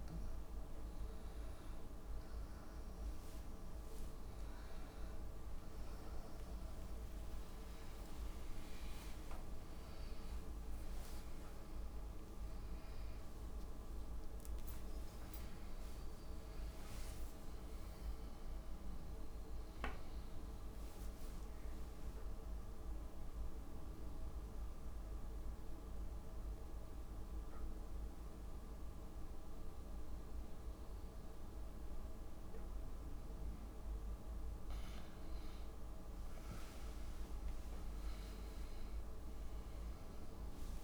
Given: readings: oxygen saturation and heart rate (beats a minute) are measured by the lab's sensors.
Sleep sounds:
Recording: breathing in sleep, hard to hear, by a room microphone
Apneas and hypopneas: 1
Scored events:
8.00-10.00 s: long interval between heartbeats (device-marked)
9.50-14.50 s: arousal
14.50-16.50 s: long interval between heartbeats (device-marked)
23.00-34.50 s: obstructive apnea (oxygen 95% before, 90% lowest)
37.50-40.84 s: arousal
From the record:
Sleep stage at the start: N2 (light sleep)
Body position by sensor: on the left side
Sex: female

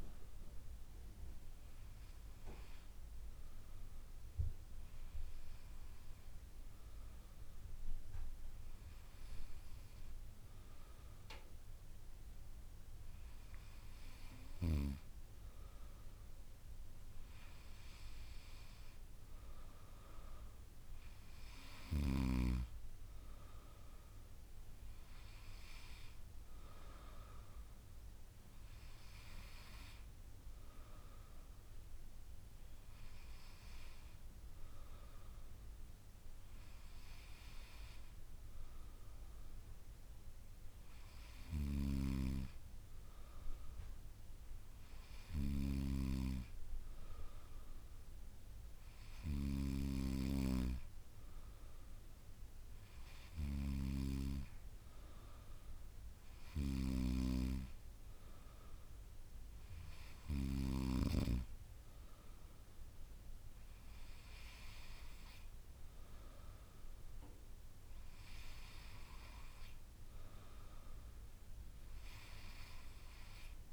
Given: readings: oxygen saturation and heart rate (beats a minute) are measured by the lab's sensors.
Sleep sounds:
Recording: breathing in sleep by a room microphone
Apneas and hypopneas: none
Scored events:
none scored
From the record:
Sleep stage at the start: N2 (light sleep)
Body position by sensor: on the back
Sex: female

